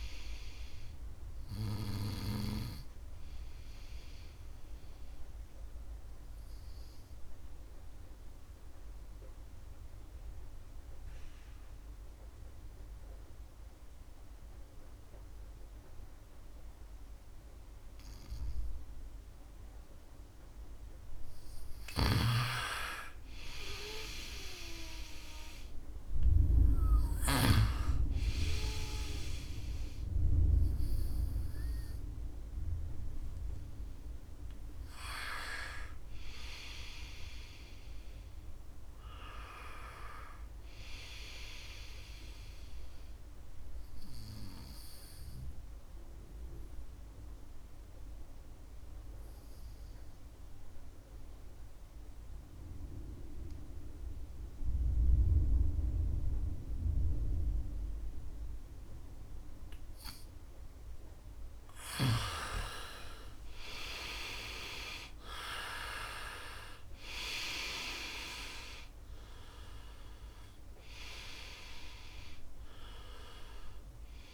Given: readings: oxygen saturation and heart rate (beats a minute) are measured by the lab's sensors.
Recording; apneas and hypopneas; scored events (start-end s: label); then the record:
breathing in sleep by a room microphone; 2
0.00-12.50 s: oxygen desaturation (device-marked, oxygen 89% lowest, heart rate 67 extreme)
3.00-19.00 s: obstructive apnea (oxygen 98% before, 89% lowest, heart rate 73 before, 67 extreme, up 1 after)
20.50-25.00 s: arousal
21.50-27.50 s: snoring (device-marked)
30.50-49.50 s: oxygen desaturation (device-marked, oxygen 97% before, 92% lowest, heart rate 69 before, 68 extreme)
42.50-58.50 s: obstructive apnea (oxygen 99% before, 89% lowest, heart rate 70 before, 68 extreme, up 3 after)
61.00-64.50 s: arousal
62.50-74.34 s: oxygen desaturation (device-marked, oxygen 96% before, 89% lowest, heart rate 71 before, 68 extreme)
From the record:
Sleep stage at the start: N2 (light sleep); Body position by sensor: on the right side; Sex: male